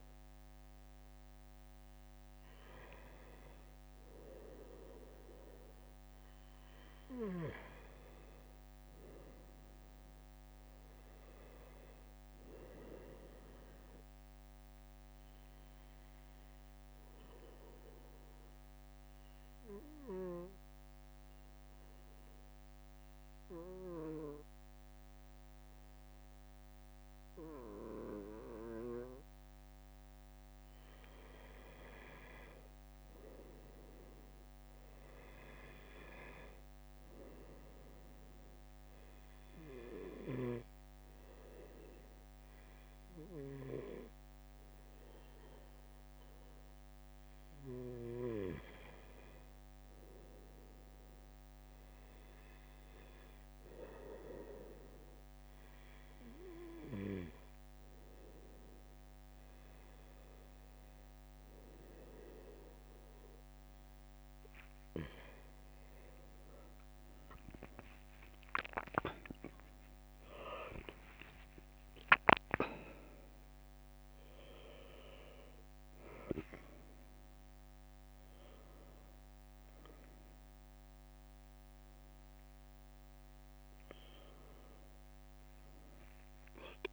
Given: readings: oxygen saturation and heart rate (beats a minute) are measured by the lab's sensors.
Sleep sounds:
breathing in sleep by a microphone on the trachea; 2
19.00-31.00 s: obstructive apnea (oxygen 96% before, 92% lowest, heart rate 62 before, 61 extreme, up 1 after)
32.50-36.00 s: arousal
44.50-63.50 s: oxygen desaturation (device-marked, oxygen 96% before, 92% lowest, heart rate 62 before, 59 extreme)
52.00-63.50 s: hypopnea (oxygen 96% before, 92% lowest, heart rate 62 before, 59 extreme, up 3 after)
66.50-70.50 s: arousal
78.50-81.50 s: bradycardia (device-marked, heart rate 63 before, 60 extreme)
From the record:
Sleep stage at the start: N2 (light sleep); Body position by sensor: on the back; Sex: male

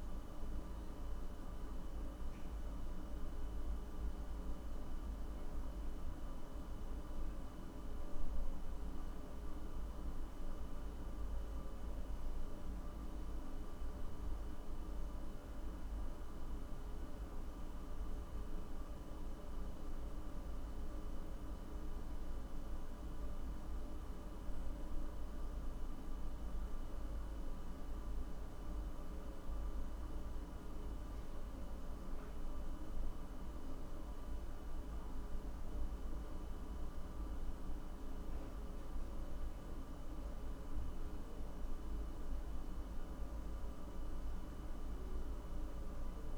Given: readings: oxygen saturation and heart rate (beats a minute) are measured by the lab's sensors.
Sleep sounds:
a person awake in a sleep study, hard to hear, by a room microphone; none
none scored
From the record:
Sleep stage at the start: awake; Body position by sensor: on the back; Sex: male

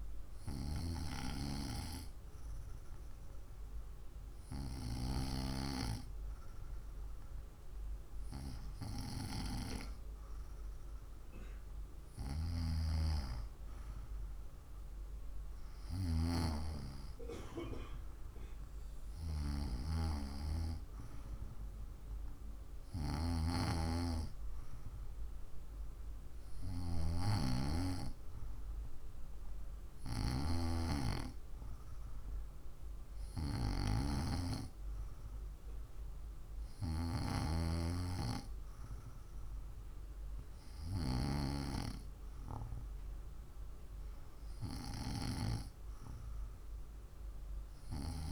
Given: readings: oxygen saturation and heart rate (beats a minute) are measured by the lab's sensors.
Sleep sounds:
breathing in sleep by a room microphone; none
none scored
From the record:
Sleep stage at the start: N2 (light sleep); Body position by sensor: on the right side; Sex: female

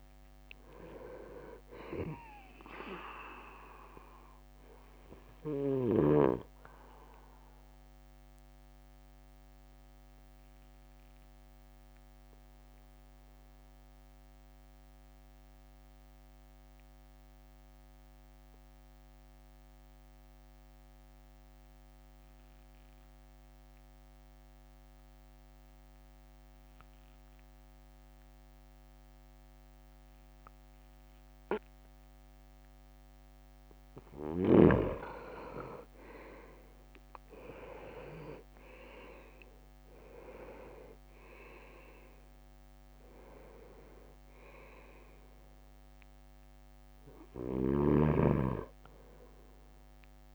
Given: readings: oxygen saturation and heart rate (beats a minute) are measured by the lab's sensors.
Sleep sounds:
breathing in sleep by a microphone on the trachea; 1
7.00-33.00 s: obstructive apnea (oxygen 99% before, 96% lowest)
36.00-39.00 s: leg movement (device-marked)
37.00-40.50 s: arousal
40.50-42.00 s: leg movement (device-marked)
From the record:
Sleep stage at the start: N2 (light sleep); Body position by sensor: on the right side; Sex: male

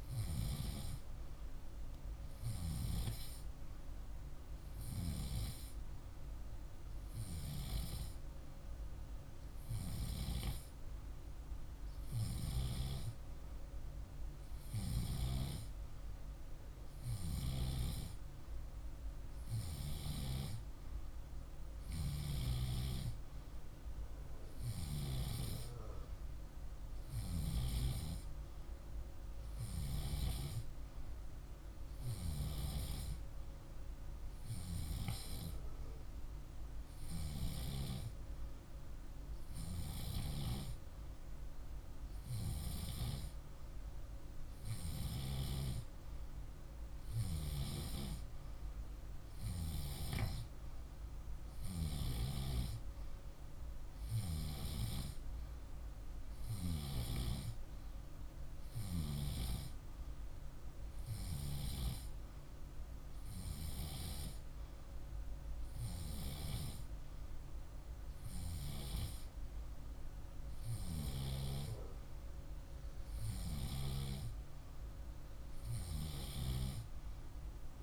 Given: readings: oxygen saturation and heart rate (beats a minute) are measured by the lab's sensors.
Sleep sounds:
breathing in sleep by a room microphone; none
none scored
From the record:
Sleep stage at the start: N2 (light sleep); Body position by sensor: on the left side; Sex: male

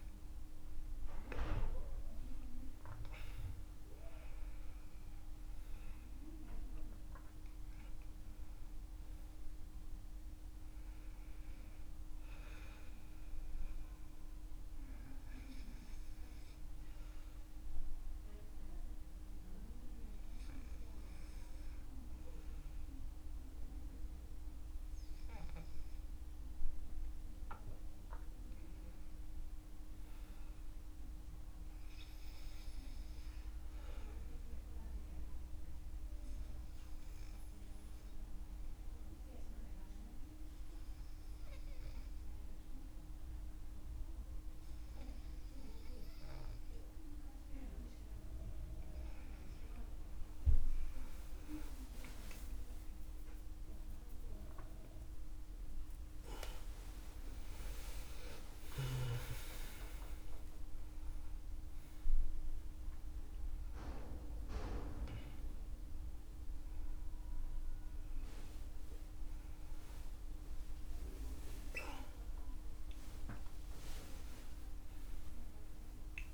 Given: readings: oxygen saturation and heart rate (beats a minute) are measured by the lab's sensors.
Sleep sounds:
a person partly awake in a sleep study, by a room microphone; 2
0.00-3.00 s: arousal
16.00-26.50 s: obstructive apnea (oxygen 98% before, 95% lowest, heart rate 74 before, 61 extreme, up 11 after)
27.50-30.50 s: arousal
33.00-46.50 s: obstructive apnea (oxygen 98% before, 95% lowest, heart rate 69 before, 61 extreme)
48.50-58.50 s: tachycardia (device-marked, heart rate 69 before, 166 extreme)
51.50-53.50 s: long interval between heartbeats (device-marked, heart rate 67 before, 107 extreme)
51.50-76.34 s: new sleep stage, awake
55.50-57.50 s: long interval between heartbeats (device-marked, heart rate 80 before, 158 extreme)
67.50-73.50 s: tachycardia (device-marked, heart rate 71 before, 113 extreme)
72.50-74.50 s: long interval between heartbeats (device-marked, heart rate 116 before, 113 extreme)
From the record:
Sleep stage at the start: N2 (light sleep); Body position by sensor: on the back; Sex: male

